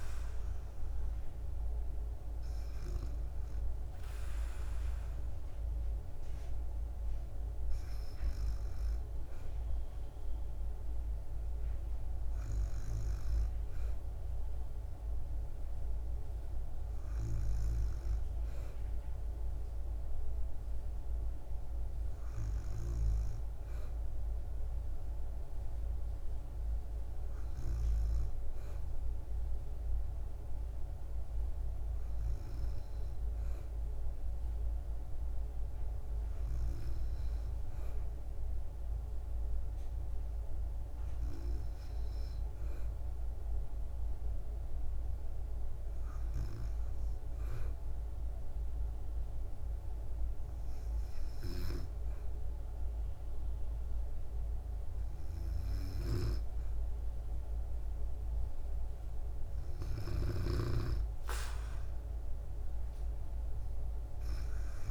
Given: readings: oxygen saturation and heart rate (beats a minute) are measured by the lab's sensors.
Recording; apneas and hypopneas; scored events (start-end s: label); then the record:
breathing in sleep, hard to hear, by a room microphone; none
none scored
From the record:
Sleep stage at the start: N2 (light sleep); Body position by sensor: on the back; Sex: female